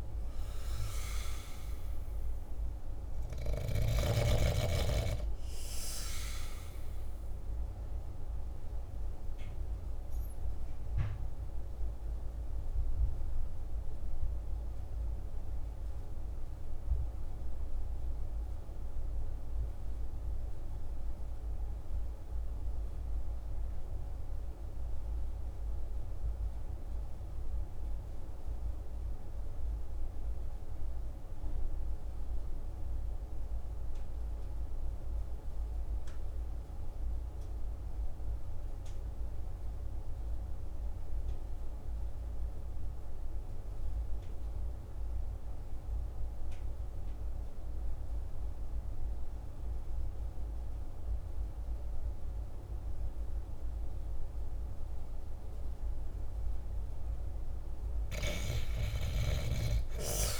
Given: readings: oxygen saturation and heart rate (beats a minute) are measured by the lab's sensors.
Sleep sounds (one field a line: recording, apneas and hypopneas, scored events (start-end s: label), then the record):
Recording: breathing in sleep by a room microphone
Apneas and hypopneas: 1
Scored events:
0.00-1.50 s: oxygen desaturation (device-marked, oxygen 81% lowest, heart rate 48 extreme)
0.00-3.50 s: snoring (device-marked)
2.50-6.50 s: arousal
3.50-19.50 s: oxygen desaturation (device-marked, oxygen 87% before, 77% lowest, heart rate 60 before, 48 extreme)
7.50-56.00 s: obstructive apnea (oxygen 93% before, 71% lowest, heart rate 60 before, 48 extreme, up 17 after)
35.50-60.40 s: oxygen desaturation (device-marked, oxygen 99% before, 71% lowest, heart rate 49 before, 47 extreme)
59.00-60.40 s: arousal
From the record:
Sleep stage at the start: N2 (light sleep)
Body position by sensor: on the back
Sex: male